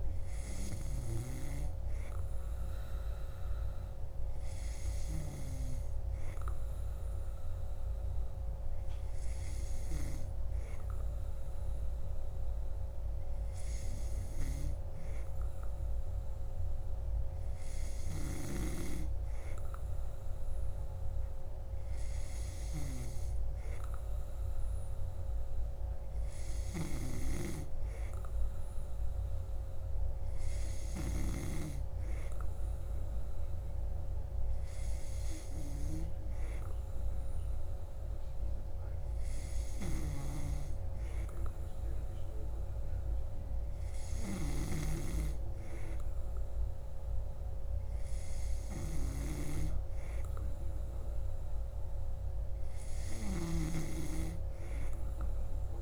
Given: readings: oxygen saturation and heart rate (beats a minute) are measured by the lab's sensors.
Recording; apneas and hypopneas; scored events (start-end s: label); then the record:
breathing in sleep by a room microphone; none
none scored
From the record:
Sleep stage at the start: N2 (light sleep); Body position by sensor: on the back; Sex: male